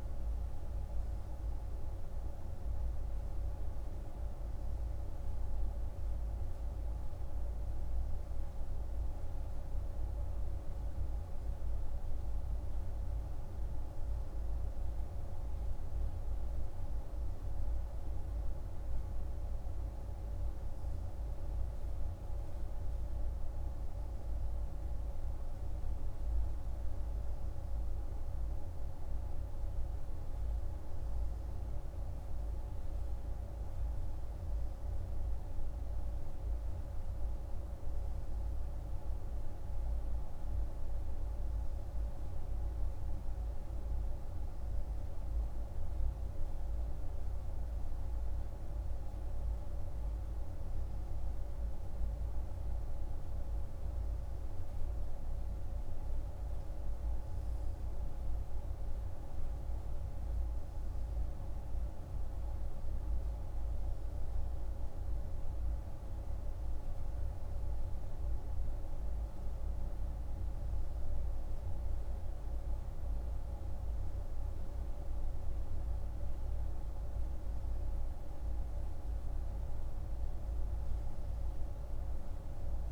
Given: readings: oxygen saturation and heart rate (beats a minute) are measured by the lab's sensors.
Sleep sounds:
breathing in sleep, hard to hear, by a room microphone; none
none scored
From the record:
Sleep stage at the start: N3 (deep sleep); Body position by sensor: on the right side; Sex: male

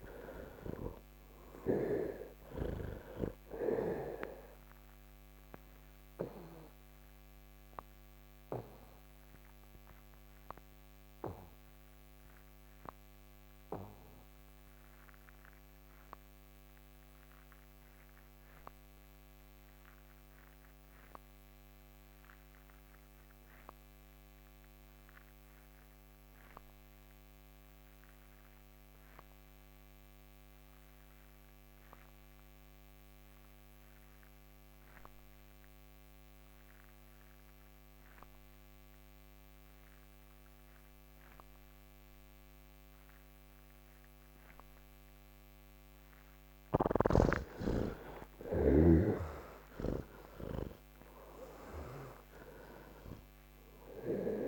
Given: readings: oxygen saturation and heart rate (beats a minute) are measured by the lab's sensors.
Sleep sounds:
breathing in sleep by a microphone on the trachea; 1
0.00-22.00 s: oxygen desaturation (device-marked, oxygen 64% lowest, heart rate 66 extreme)
5.50-45.00 s: obstructive apnea (oxygen 85% before, 64% lowest, heart rate 122 before, 60 extreme, up 57 after)
37.00-54.48 s: oxygen desaturation (device-marked, oxygen 93% before, 66% lowest, heart rate 108 before, 57 extreme)
46.50-54.48 s: snoring (device-marked)
From the record:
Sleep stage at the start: N1 (lightest sleep); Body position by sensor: on the back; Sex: male

